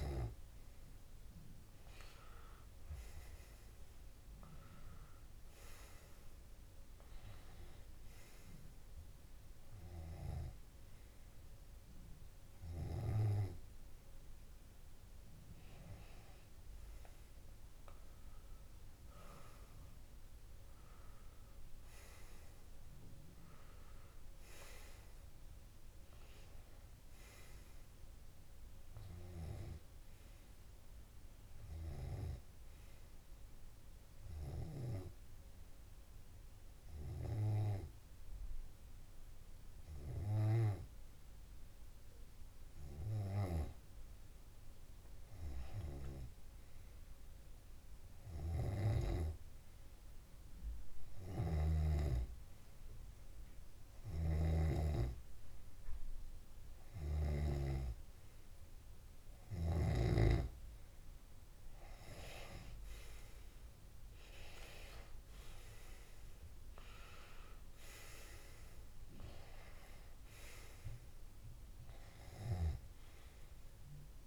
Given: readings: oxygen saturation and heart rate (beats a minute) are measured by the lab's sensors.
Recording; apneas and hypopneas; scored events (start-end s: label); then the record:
breathing in sleep by a room microphone; 2
20.00-23.00 s: arousal
32.50-43.00 s: hypopnea (oxygen 97% before, 94% lowest)
45.00-48.00 s: arousal
51.50-61.50 s: hypopnea (oxygen 97% before, 94% lowest)
52.00-58.50 s: snoring (device-marked)
65.00-68.00 s: arousal
From the record:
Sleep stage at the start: N2 (light sleep); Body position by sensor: on the left side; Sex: male